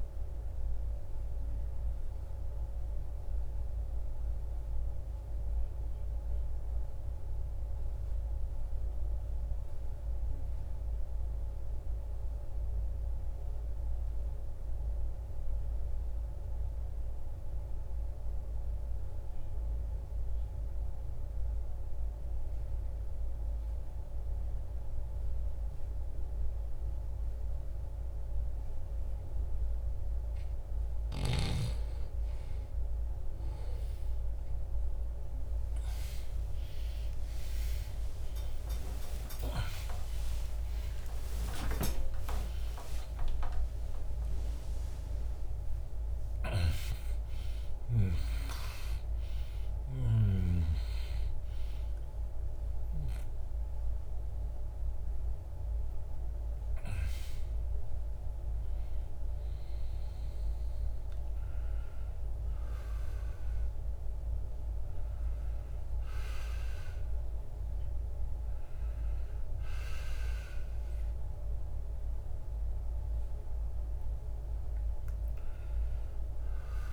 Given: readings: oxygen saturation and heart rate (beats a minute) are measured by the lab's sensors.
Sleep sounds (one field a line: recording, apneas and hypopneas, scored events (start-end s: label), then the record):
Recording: a person partly awake in a sleep study, by a room microphone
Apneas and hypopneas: 1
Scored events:
1.00-21.00 s: oxygen desaturation (device-marked, oxygen 96% before, 82% lowest, heart rate 69 before, 53 extreme)
1.00-31.00 s: mixed apnea (oxygen 96% before, 82% lowest, heart rate 69 before, 53 extreme, up 24 after)
43.00-73.00 s: new sleep stage, awake
48.00-57.00 s: oxygen desaturation (device-marked, oxygen 96% before, 92% lowest, heart rate 93 before, 72 extreme)
64.00-76.93 s: oxygen desaturation (device-marked, oxygen 95% before, 84% lowest, heart rate 93 before, 46 extreme)
73.00-76.93 s: new sleep stage, N1 (lightest sleep)
From the record:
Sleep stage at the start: N2 (light sleep)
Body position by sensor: on the right side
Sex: male